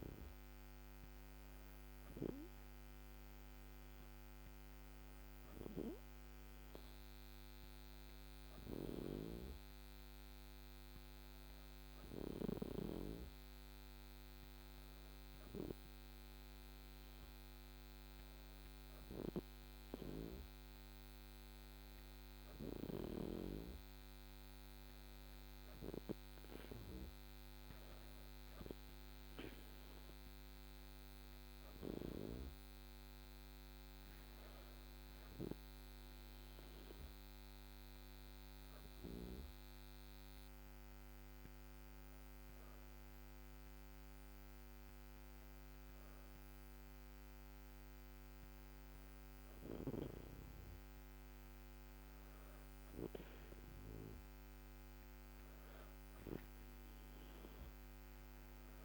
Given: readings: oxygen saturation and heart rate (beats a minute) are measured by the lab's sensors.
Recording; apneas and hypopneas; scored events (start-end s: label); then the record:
breathing in sleep by a microphone on the trachea; 1
27.00-32.50 s: arousal
38.50-52.00 s: hypopnea (oxygen 96% before, 95% lowest, heart rate 74 before, 73 extreme, up 13 after)
From the record:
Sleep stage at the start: N2 (light sleep); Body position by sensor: on the back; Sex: female